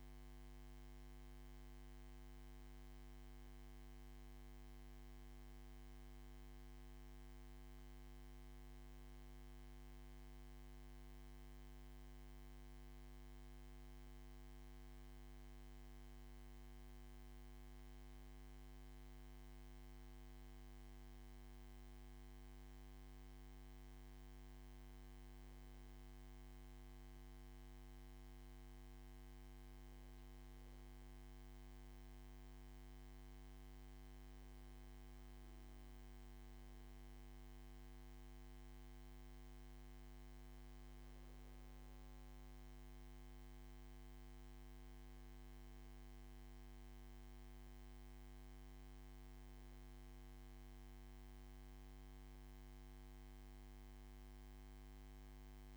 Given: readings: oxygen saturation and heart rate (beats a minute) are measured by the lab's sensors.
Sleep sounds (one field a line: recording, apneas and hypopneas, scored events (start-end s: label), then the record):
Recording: breathing in sleep, hard to hear, by a microphone on the trachea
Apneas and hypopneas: 1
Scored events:
7.50-11.00 s: arousal
13.50-26.00 s: mixed apnea (oxygen 98% before, 96% lowest)
28.50-33.00 s: arousal
From the record:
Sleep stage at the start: N2 (light sleep)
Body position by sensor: on the back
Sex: male